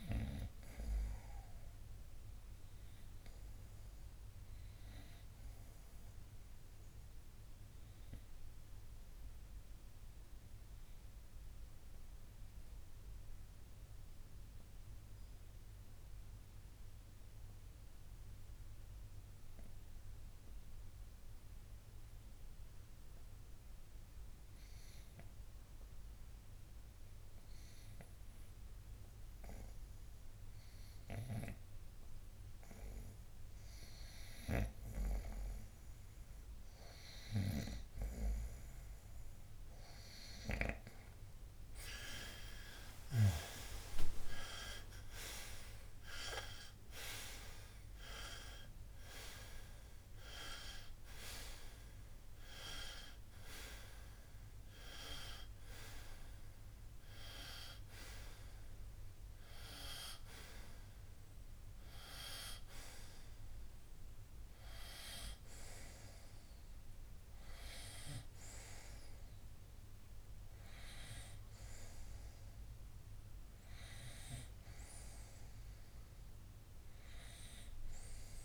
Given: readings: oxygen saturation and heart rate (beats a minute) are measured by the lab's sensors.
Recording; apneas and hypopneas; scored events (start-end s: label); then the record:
breathing in sleep by a room microphone; 1
5.50-32.50 s: obstructive apnea (oxygen 92% before, 84% lowest, heart rate 69 before, 63 extreme, up 7 after)
41.50-46.00 s: arousal
61.00-78.00 s: oxygen desaturation (device-marked, oxygen 91% before, 84% lowest, heart rate 77 before, 68 extreme)
From the record:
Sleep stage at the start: REM sleep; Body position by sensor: on the front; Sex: male